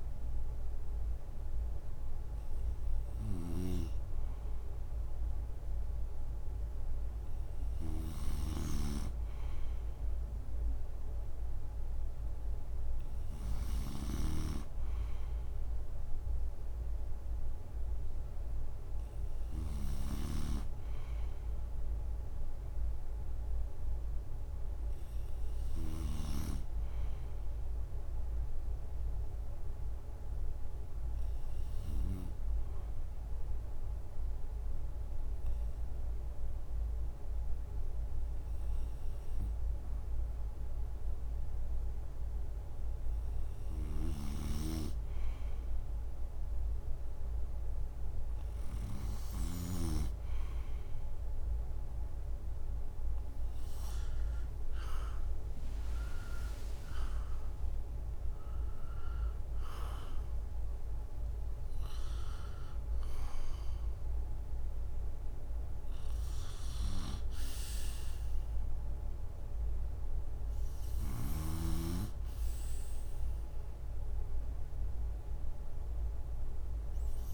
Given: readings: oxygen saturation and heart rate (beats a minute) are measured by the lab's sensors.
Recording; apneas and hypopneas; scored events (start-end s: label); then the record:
breathing in sleep by a room microphone; 1
0.00-19.50 s: snoring (device-marked)
31.00-44.00 s: hypopnea (oxygen 95% before, 92% lowest, heart rate 65 before, 63 extreme, up 5 after)
43.50-49.50 s: snoring (device-marked)
46.00-48.50 s: arousal
57.00-74.00 s: drop in pulse transit time (device-marked, heart rate 67 before, 71 extreme)
From the record:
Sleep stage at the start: N3 (deep sleep); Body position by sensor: on the right side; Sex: male